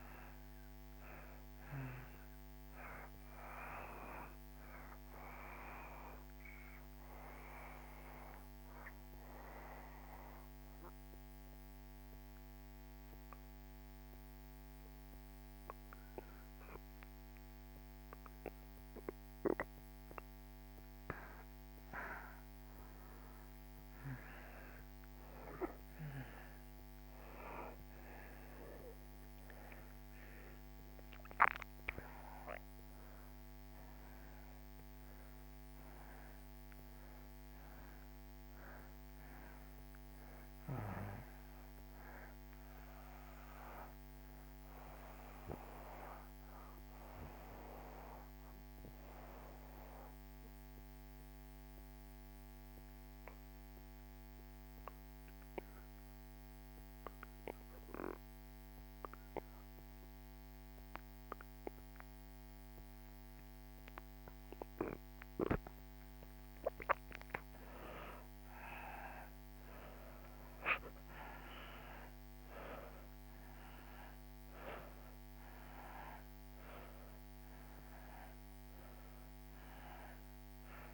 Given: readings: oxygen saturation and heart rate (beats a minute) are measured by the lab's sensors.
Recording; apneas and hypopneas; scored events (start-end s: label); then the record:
breathing in sleep by a microphone on the trachea; 2
0.00-15.50 s: oxygen desaturation (device-marked, oxygen 83% lowest)
6.50-20.50 s: obstructive apnea (oxygen 97% before, 84% lowest)
23.50-26.50 s: arousal
29.50-53.50 s: oxygen desaturation (device-marked, oxygen 95% before, 85% lowest)
46.50-66.00 s: obstructive apnea (oxygen 95% before, 78% lowest)
65.50-80.94 s: oxygen desaturation (device-marked, oxygen 96% before, 78% lowest)
68.00-73.00 s: arousal
From the record:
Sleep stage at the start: N2 (light sleep); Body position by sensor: on the back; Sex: male